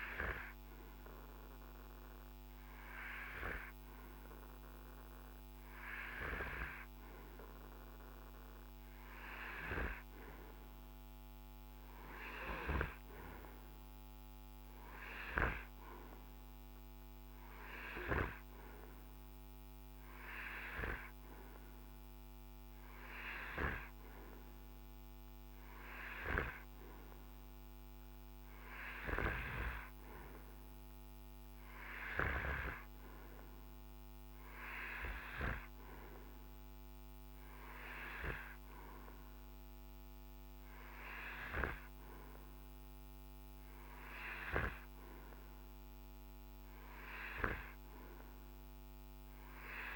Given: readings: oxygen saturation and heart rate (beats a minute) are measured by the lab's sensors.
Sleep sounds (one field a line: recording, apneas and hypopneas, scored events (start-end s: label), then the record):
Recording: breathing in sleep by a microphone on the trachea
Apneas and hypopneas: none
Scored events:
none scored
From the record:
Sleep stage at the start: N2 (light sleep)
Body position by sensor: on the right side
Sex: male